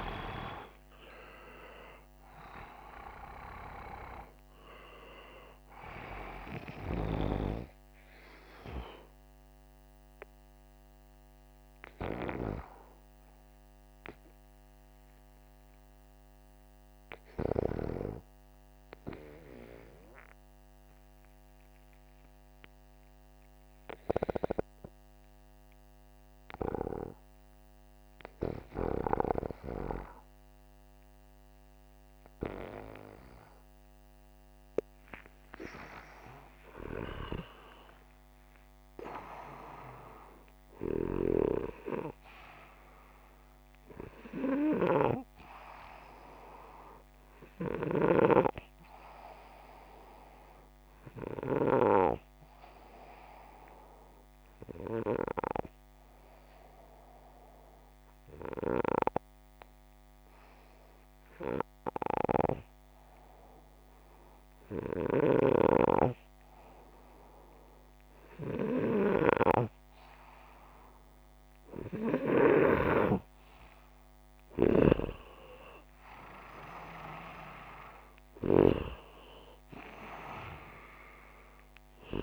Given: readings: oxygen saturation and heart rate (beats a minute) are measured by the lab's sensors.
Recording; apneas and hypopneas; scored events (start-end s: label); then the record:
breathing in sleep by a microphone on the trachea; 2
18.50-35.50 s: obstructive apnea (oxygen 93% before, 87% lowest, heart rate 87 before, 61 extreme)
36.00-40.00 s: arousal
49.50-68.00 s: hypopnea (oxygen 93% before, 87% lowest, heart rate 136 before, 85 extreme, up 13 after)
71.50-75.00 s: arousal
From the record:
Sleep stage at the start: N2 (light sleep); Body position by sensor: upright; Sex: male